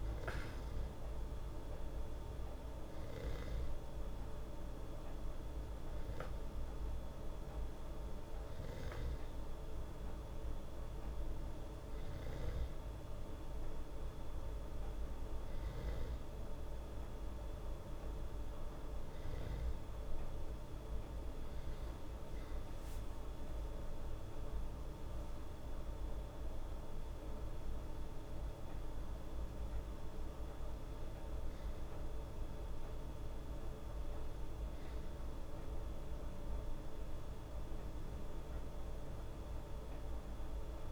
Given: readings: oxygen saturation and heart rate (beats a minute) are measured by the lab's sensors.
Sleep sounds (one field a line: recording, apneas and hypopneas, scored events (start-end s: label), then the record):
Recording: breathing in sleep, hard to hear, by a room microphone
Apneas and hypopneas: none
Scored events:
none scored
From the record:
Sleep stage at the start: N2 (light sleep)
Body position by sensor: on the back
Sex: female